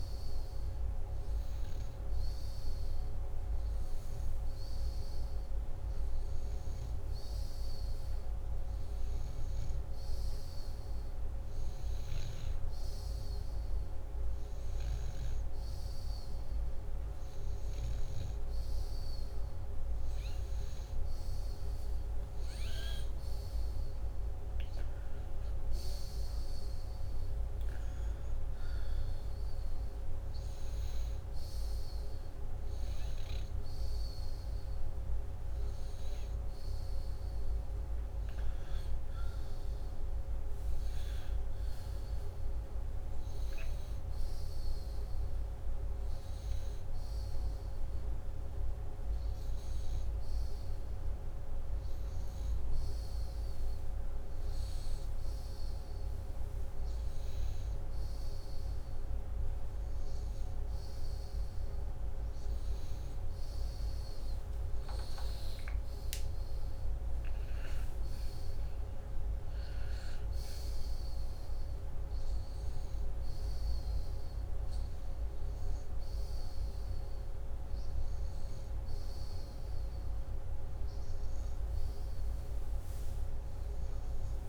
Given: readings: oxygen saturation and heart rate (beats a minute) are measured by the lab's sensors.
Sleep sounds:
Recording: breathing in sleep, hard to hear, by a room microphone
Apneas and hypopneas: none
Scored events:
7.00-16.00 s: snoring (device-marked)
37.00-41.00 s: arousal
65.00-69.00 s: arousal
From the record:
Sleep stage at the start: N2 (light sleep)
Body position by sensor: upright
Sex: male

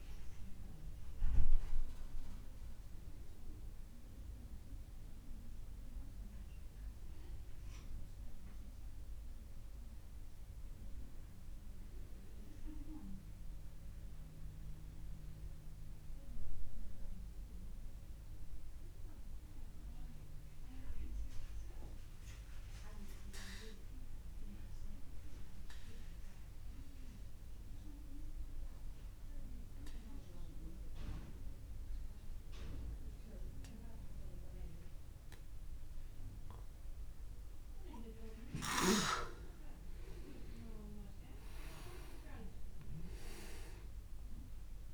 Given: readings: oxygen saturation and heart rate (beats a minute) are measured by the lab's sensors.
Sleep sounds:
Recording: breathing in sleep by a room microphone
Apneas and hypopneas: 1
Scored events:
0.00-15.00 s: oxygen desaturation (device-marked, oxygen 92% lowest)
15.00-37.00 s: obstructive apnea (oxygen 98% before, 92% lowest)
39.50-42.50 s: arousal
40.00-44.93 s: oxygen desaturation (device-marked, oxygen 99% before, 92% lowest, heart rate 54 before, 35 extreme)
From the record:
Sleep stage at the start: N2 (light sleep)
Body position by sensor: on the back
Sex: male

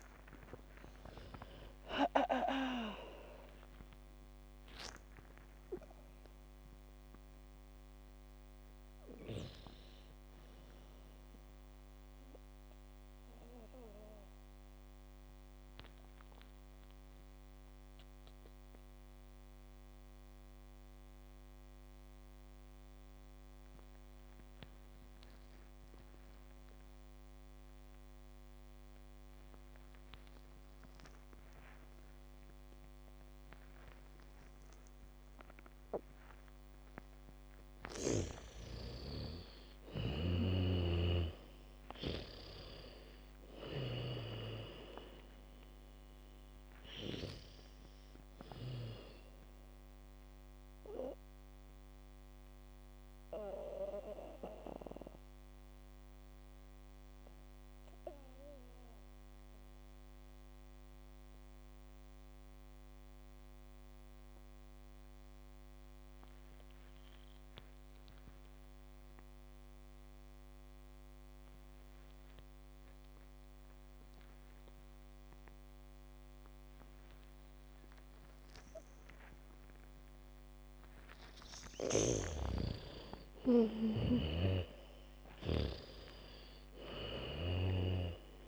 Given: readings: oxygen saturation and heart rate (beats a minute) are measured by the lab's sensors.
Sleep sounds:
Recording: breathing in sleep by a microphone on the trachea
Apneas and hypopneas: 2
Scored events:
0.00-2.50 s: arousal
0.00-3.50 s: bradycardia (device-marked)
0.00-23.50 s: oxygen desaturation (device-marked, oxygen 79% lowest)
13.50-37.00 s: mixed apnea (oxygen 98% before, 79% lowest, heart rate 57 before, 51 extreme, up 7 after)
28.50-41.50 s: bradycardia (device-marked, heart rate 70 before, 53 extreme)
37.50-62.50 s: oxygen desaturation (device-marked, oxygen 97% before, 79% lowest, heart rate 66 before, 43 extreme)
38.00-41.50 s: snoring (device-marked)
39.00-43.50 s: arousal
52.00-80.00 s: mixed apnea (oxygen 98% before, 79% lowest, heart rate 63 before, 37 extreme)
76.50-88.48 s: oxygen desaturation (device-marked, oxygen 99% before, 79% lowest, heart rate 74 before, 37 extreme)
77.50-87.50 s: bradycardia (device-marked, heart rate 70 before, 43 extreme)
82.00-86.00 s: snoring (device-marked)
82.00-87.00 s: arousal
From the record:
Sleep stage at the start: N2 (light sleep)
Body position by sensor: on the back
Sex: female

